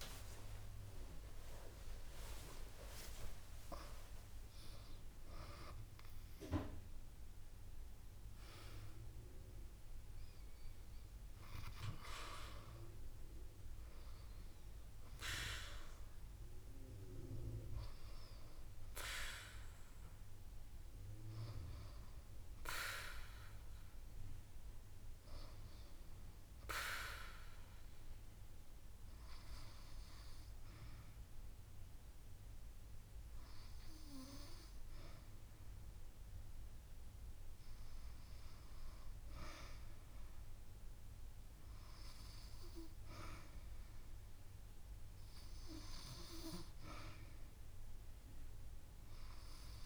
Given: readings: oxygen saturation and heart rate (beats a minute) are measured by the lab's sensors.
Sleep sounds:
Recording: breathing in sleep by a room microphone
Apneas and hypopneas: 1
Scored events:
0.00-1.00 s: oxygen desaturation (device-marked, oxygen 93% lowest)
0.00-1.50 s: long interval between heartbeats (device-marked)
0.00-3.50 s: arousal
3.00-5.00 s: long interval between heartbeats (device-marked)
22.00-26.50 s: arousal
29.50-41.00 s: hypopnea (oxygen 97% before, 93% lowest)
43.00-46.00 s: arousal
From the record:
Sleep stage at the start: N2 (light sleep)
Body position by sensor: on the back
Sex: female

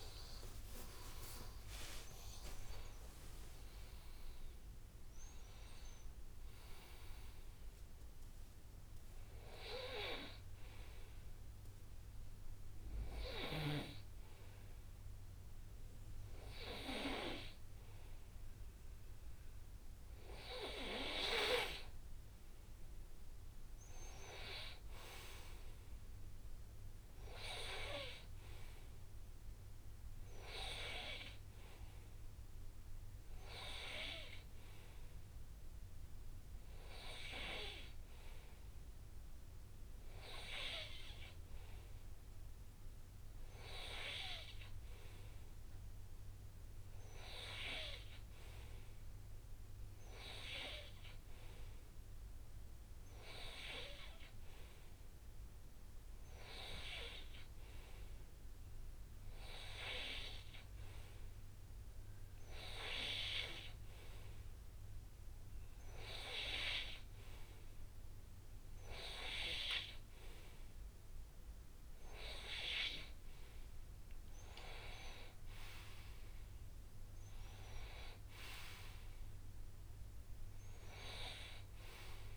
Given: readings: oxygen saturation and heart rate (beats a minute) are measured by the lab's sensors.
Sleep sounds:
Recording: breathing in sleep by a room microphone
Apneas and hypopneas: none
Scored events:
0.00-2.50 s: arousal
2.50-4.50 s: long interval between heartbeats (device-marked, heart rate 68 before, 89 extreme)
From the record:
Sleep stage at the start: N2 (light sleep)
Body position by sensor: on the right side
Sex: male

